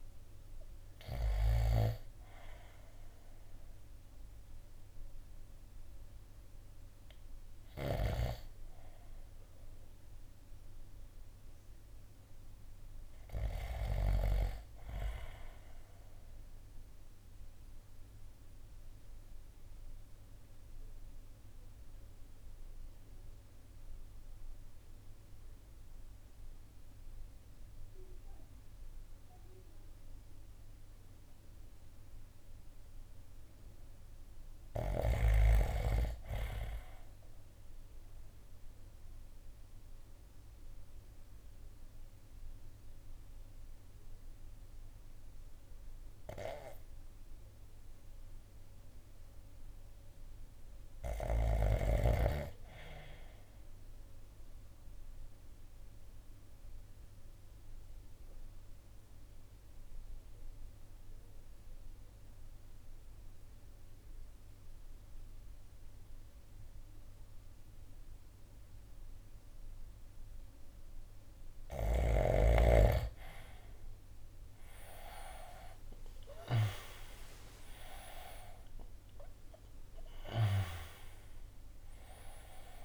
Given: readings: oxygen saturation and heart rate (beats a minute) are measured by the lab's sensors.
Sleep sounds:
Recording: breathing in sleep by a room microphone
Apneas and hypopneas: 2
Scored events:
0.00-1.50 s: snoring (device-marked)
7.50-14.00 s: snoring (device-marked)
8.00-12.00 s: arousal
16.00-32.50 s: obstructive apnea (oxygen 97% before, 87% lowest, heart rate 56 before, 53 extreme)
34.00-36.50 s: arousal
39.00-70.00 s: obstructive apnea (oxygen 97% before, 87% lowest, heart rate 55 before, 52 extreme, up 14 after)
62.00-82.85 s: oxygen desaturation (device-marked, oxygen 93% before, 87% lowest, heart rate 54 before, 52 extreme)
71.50-75.50 s: arousal
71.50-76.50 s: snoring (device-marked)
78.00-82.85 s: drop in pulse transit time (device-marked, heart rate 54 before, 59 extreme)
78.00-82.85 s: new sleep stage, N1 (lightest sleep)
From the record:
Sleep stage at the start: N2 (light sleep)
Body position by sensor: on the right side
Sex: male

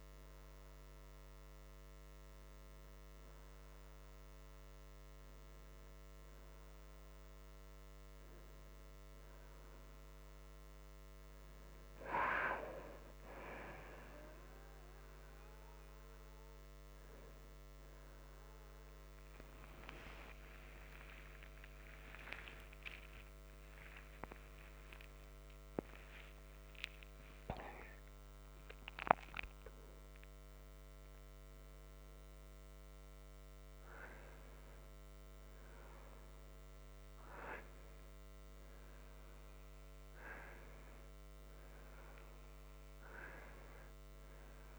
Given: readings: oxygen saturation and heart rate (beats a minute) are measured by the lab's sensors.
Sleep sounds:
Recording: breathing in sleep by a microphone on the trachea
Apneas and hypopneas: none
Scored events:
20.50-26.50 s: arousal
From the record:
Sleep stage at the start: N2 (light sleep)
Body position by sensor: on the right side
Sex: male

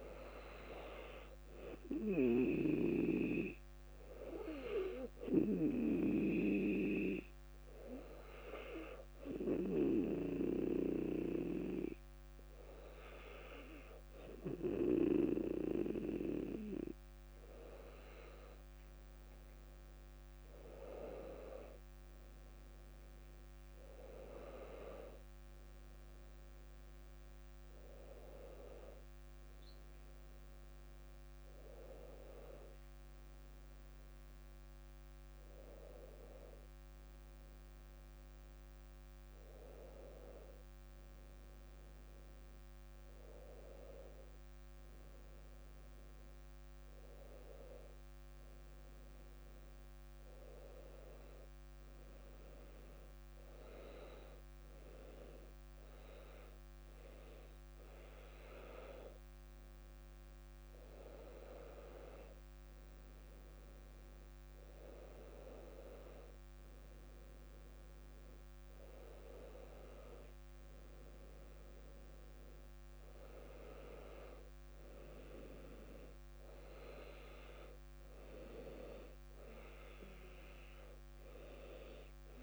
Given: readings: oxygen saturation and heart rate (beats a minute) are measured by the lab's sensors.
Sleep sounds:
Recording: breathing in sleep by a microphone on the trachea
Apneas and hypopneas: 2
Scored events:
5.50-17.00 s: hypopnea (oxygen 97% before, 96% lowest, heart rate 62 before, 60 extreme, up 1 after)
20.00-24.50 s: arousal
52.00-62.00 s: hypopnea (oxygen 98% before, 96% lowest, heart rate 60 before, 59 extreme, up 2 after)
62.50-66.50 s: arousal
From the record:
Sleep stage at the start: N2 (light sleep)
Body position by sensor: on the back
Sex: female

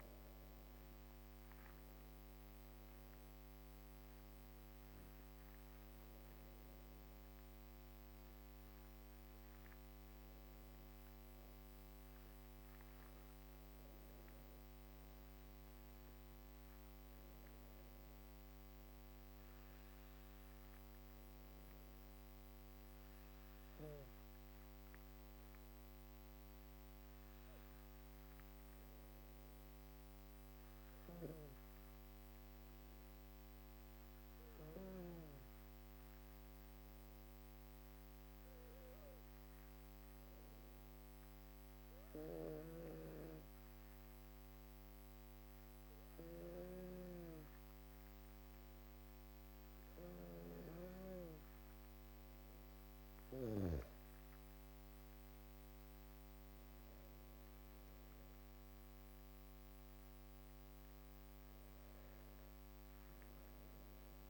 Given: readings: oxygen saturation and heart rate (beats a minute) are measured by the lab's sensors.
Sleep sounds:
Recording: breathing in sleep by a microphone on the trachea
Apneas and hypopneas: 1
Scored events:
0.00-1.00 s: arousal
36.00-51.00 s: hypopnea (oxygen 98% before, 95% lowest, heart rate 58 before, 52 extreme, up 19 after)
53.00-57.00 s: arousal
From the record:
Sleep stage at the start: N2 (light sleep)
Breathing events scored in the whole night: 100 in 5.5 hours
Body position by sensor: on the back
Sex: female

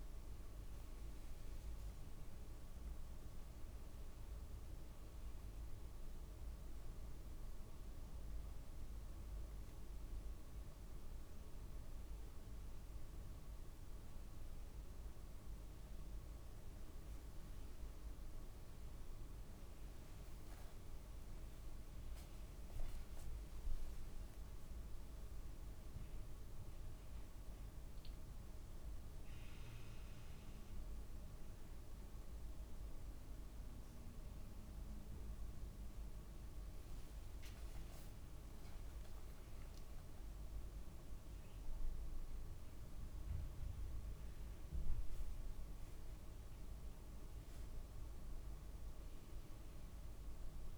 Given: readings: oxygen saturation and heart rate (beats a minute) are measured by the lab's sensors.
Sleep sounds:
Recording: breathing in sleep, hard to hear, by a room microphone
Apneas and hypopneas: none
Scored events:
19.50-24.00 s: arousal
From the record:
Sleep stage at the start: N2 (light sleep)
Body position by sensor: on the back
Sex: male

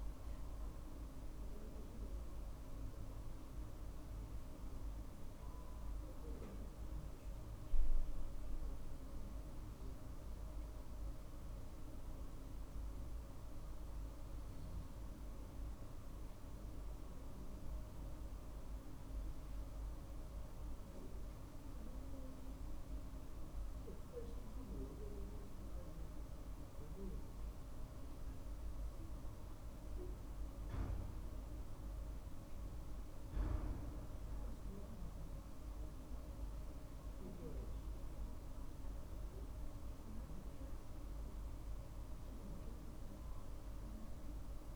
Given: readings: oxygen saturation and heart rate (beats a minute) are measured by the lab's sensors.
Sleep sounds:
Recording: breathing in sleep, hard to hear, by a room microphone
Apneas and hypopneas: none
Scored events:
none scored
From the record:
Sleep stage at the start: N2 (light sleep)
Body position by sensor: on the right side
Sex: male

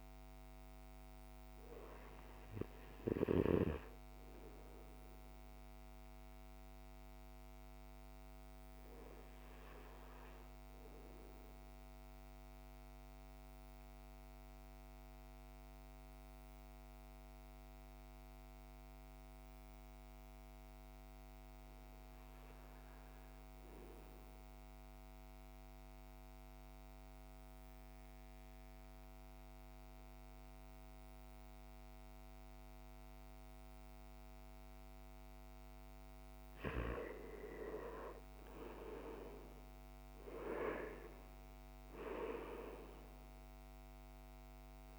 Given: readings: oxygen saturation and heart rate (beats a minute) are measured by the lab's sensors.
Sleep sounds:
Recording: breathing in sleep by a microphone on the trachea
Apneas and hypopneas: 1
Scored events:
11.50-22.50 s: oxygen desaturation (device-marked, oxygen 96% before, 90% lowest, heart rate 59 before, 52 extreme)
11.50-36.50 s: mixed apnea (oxygen 97% before, 90% lowest, heart rate 59 before, 52 extreme, up 9 after)
37.00-41.00 s: arousal
From the record:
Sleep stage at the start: N2 (light sleep)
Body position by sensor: on the back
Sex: male

